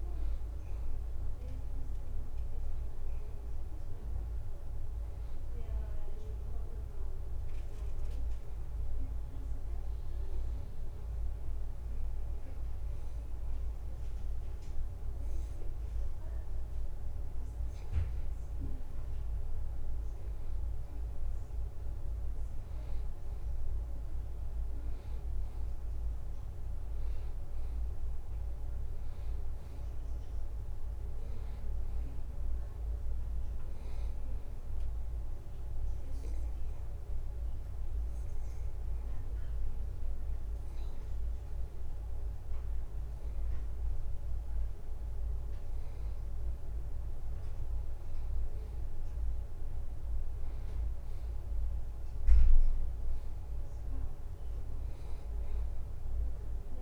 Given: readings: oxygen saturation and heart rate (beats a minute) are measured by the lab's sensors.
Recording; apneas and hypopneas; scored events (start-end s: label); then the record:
breathing in sleep, hard to hear, by a room microphone; 1
10.00-20.00 s: hypopnea (oxygen 93% before, 91% lowest, heart rate 82 before, 78 extreme, up 1 after)
22.00-26.00 s: arousal
55.50-56.82 s: arousal
From the record:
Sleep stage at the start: N2 (light sleep); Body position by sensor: on the back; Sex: male